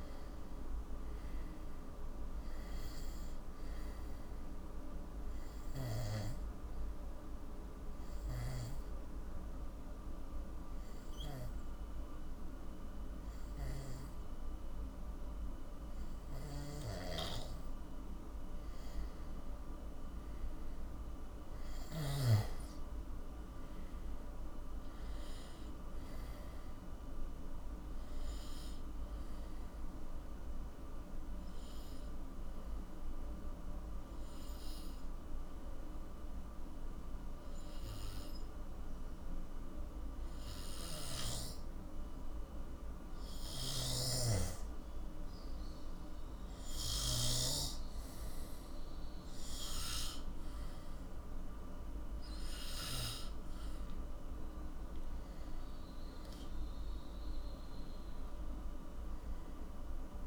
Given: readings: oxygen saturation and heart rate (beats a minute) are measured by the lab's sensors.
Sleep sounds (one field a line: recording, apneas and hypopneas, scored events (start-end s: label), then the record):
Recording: breathing in sleep by a room microphone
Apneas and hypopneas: 2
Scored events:
0.00-2.50 s: arousal
0.00-21.00 s: oxygen desaturation (device-marked, oxygen 88% lowest, heart rate 50 extreme)
5.50-17.50 s: obstructive apnea (oxygen 96% before, 88% lowest, heart rate 58 before, 50 extreme, up 16 after)
19.00-22.50 s: arousal
30.00-43.00 s: obstructive apnea (oxygen 96% before, 90% lowest, heart rate 57 before, 51 extreme, up 11 after)
30.00-45.00 s: oxygen desaturation (device-marked, oxygen 96% before, 91% lowest, heart rate 57 before, 51 extreme)
44.00-47.50 s: snoring (device-marked)
46.00-49.50 s: arousal
From the record:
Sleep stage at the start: N2 (light sleep)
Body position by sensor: on the back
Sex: male